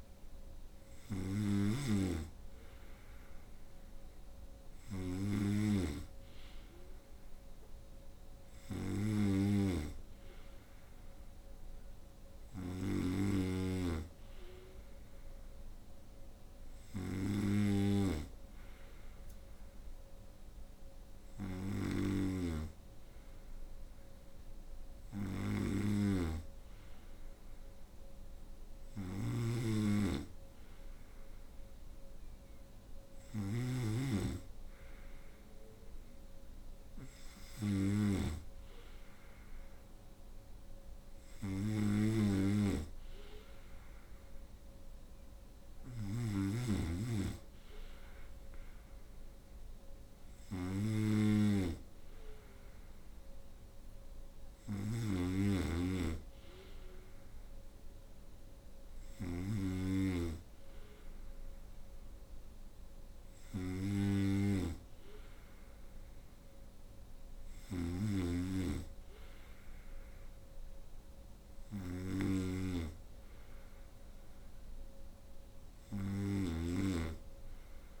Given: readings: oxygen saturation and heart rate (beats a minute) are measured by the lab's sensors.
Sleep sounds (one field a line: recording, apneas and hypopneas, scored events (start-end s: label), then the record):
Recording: breathing in sleep by a room microphone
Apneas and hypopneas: none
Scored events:
0.00-78.00 s: snoring (device-marked)
From the record:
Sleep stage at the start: N2 (light sleep)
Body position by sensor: on the right side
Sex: female